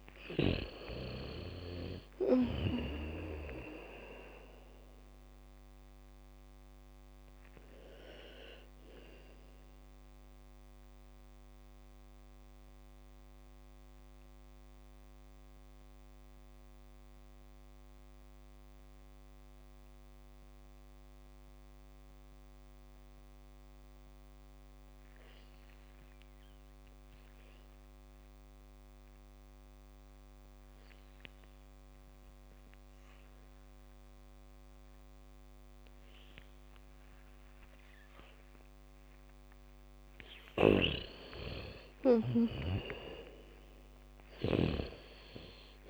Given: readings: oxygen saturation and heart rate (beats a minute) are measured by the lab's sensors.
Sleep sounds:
breathing in sleep by a microphone on the trachea; 1
0.00-2.50 s: arousal
0.00-3.00 s: bradycardia (device-marked, heart rate 39 extreme)
0.00-30.00 s: oxygen desaturation (device-marked, oxygen 83% lowest, heart rate 36 extreme)
12.00-38.50 s: mixed apnea (oxygen 98% before, 83% lowest, heart rate 58 before, 55 extreme, up 8 after)
34.00-40.00 s: bradycardia (device-marked, heart rate 69 before, 57 extreme)
41.00-45.00 s: arousal
41.00-45.00 s: snoring (device-marked)
43.00-45.89 s: oxygen desaturation (device-marked, oxygen 99% before, 85% lowest, heart rate 64 before, 56 extreme)
From the record:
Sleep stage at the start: N2 (light sleep); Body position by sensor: on the back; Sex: female

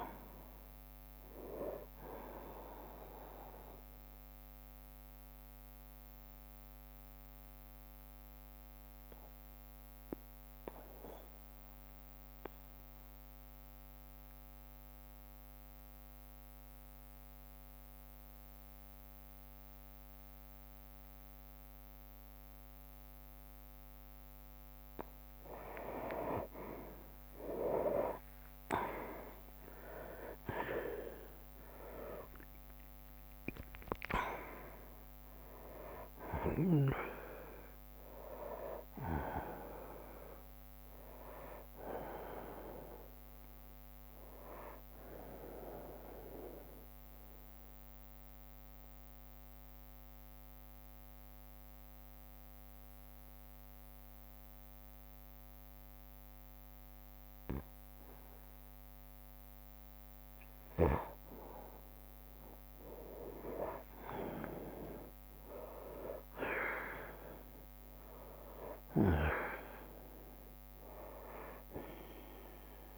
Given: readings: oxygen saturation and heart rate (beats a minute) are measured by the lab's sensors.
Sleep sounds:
breathing in sleep by a microphone on the trachea; 2
0.00-1.50 s: long interval between heartbeats (device-marked, heart rate 93 extreme)
2.00-4.00 s: long interval between heartbeats (device-marked, heart rate 70 before, 78 extreme)
3.00-24.00 s: mixed apnea (oxygen 97% before, 90% lowest)
4.00-6.00 s: long interval between heartbeats (device-marked, heart rate 72 before, 68 extreme)
5.50-10.50 s: bradycardia (device-marked, heart rate 64 before, 35 extreme)
8.50-18.50 s: drop in pulse transit time (device-marked, heart rate 74 before, 35 extreme)
9.00-11.00 s: long interval between heartbeats (device-marked, heart rate 74 before, 35 extreme)
12.00-14.00 s: long interval between heartbeats (device-marked, heart rate 69 before, 46 extreme)
18.50-29.50 s: tachycardia (device-marked, heart rate 64 before, 119 extreme)
19.00-21.00 s: long interval between heartbeats (device-marked, heart rate 68 before, 84 extreme)
22.00-24.00 s: long interval between heartbeats (device-marked, heart rate 68 before, 114 extreme)
25.50-27.50 s: long interval between heartbeats (device-marked, heart rate 77 before, 117 extreme)
26.50-54.50 s: oxygen desaturation (device-marked, oxygen 99% before, 90% lowest)
27.00-31.50 s: arousal
27.50-29.50 s: long interval between heartbeats (device-marked, heart rate 82 before, 112 extreme)
29.50-56.50 s: bradycardia (device-marked)
42.50-44.50 s: long interval between heartbeats (device-marked, heart rate 66 before, 26 extreme)
45.50-47.50 s: long interval between heartbeats (device-marked, heart rate 53 before, 34 extreme)
46.00-59.50 s: obstructive apnea (oxygen 99% before, 90% lowest)
50.50-60.50 s: drop in pulse transit time (device-marked)
62.00-66.50 s: arousal
From the record:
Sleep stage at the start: N2 (light sleep); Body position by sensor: on the right side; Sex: male

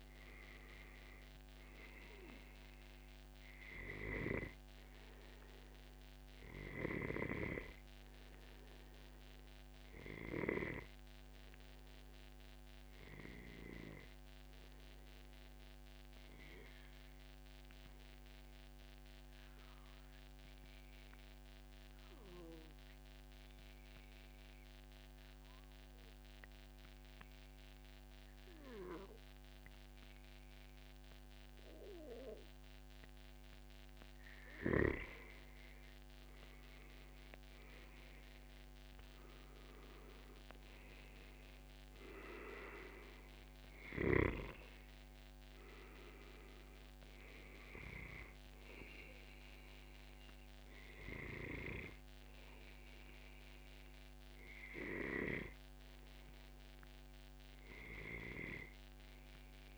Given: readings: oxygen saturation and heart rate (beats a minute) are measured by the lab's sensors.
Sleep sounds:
breathing in sleep by a microphone on the trachea; 1
13.00-15.00 s: long interval between heartbeats (device-marked, heart rate 143 before, 116 extreme)
13.00-33.00 s: obstructive apnea (oxygen 97% before, 93% lowest, heart rate 143 before, 110 extreme, up 0 after)
15.00-17.00 s: long interval between heartbeats (device-marked, heart rate 141 before, 106 extreme)
36.00-39.00 s: arousal
From the record:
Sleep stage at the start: N2 (light sleep); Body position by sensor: on the back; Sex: male

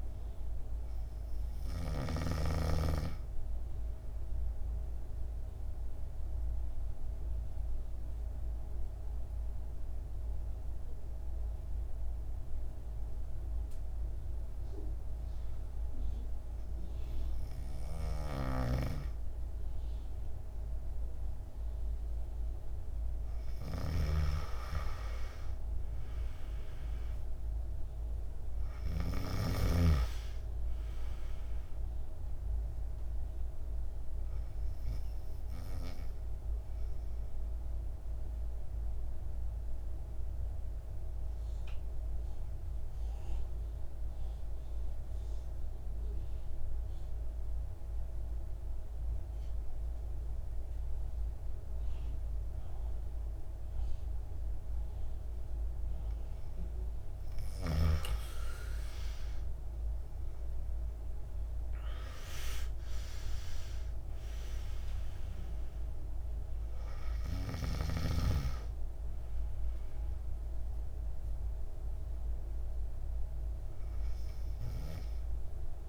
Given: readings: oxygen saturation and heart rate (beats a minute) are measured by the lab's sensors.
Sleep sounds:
breathing in sleep by a room microphone; 2
0.00-19.50 s: oxygen desaturation (device-marked, oxygen 88% lowest, heart rate 52 extreme)
5.00-19.50 s: mixed apnea (oxygen 98% before, 86% lowest, heart rate 59 before, 52 extreme, up 5 after)
21.00-24.50 s: arousal
24.50-48.50 s: oxygen desaturation (device-marked, oxygen 98% before, 90% lowest, heart rate 54 before, 52 extreme)
36.00-57.00 s: obstructive apnea (oxygen 98% before, 85% lowest, heart rate 56 before, 51 extreme, up 19 after)
55.50-75.89 s: oxygen desaturation (device-marked, oxygen 98% before, 85% lowest, heart rate 53 before, 51 extreme)
58.50-63.00 s: arousal
From the record:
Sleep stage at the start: N2 (light sleep); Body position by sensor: on the back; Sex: male

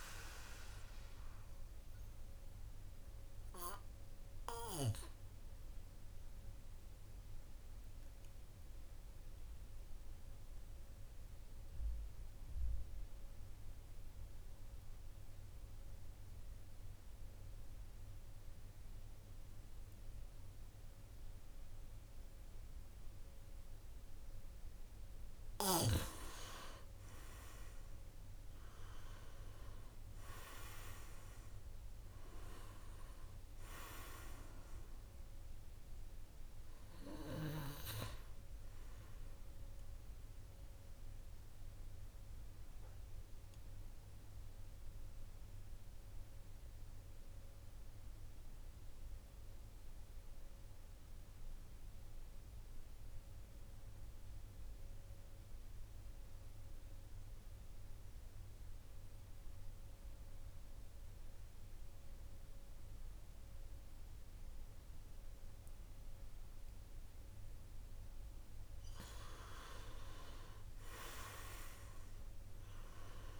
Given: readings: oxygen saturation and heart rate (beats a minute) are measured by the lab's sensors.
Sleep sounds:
breathing in sleep by a room microphone; 2
0.00-1.50 s: arousal
5.00-18.00 s: oxygen desaturation (device-marked, oxygen 99% before, 94% lowest, heart rate 50 before, 46 extreme)
6.50-23.50 s: obstructive apnea (oxygen 99% before, 87% lowest, heart rate 50 before, 46 extreme, up 13 after)
26.00-49.00 s: oxygen desaturation (device-marked, oxygen 97% before, 87% lowest, heart rate 49 before, 46 extreme)
26.50-30.00 s: arousal
41.00-68.50 s: obstructive apnea (oxygen 97% before, 87% lowest, heart rate 55 before, 44 extreme, up 10 after)
66.00-73.40 s: oxygen desaturation (device-marked, oxygen 99% before, 87% lowest, heart rate 49 before, 44 extreme)
70.00-73.40 s: arousal
From the record:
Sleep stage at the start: N2 (light sleep); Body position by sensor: on the back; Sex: male

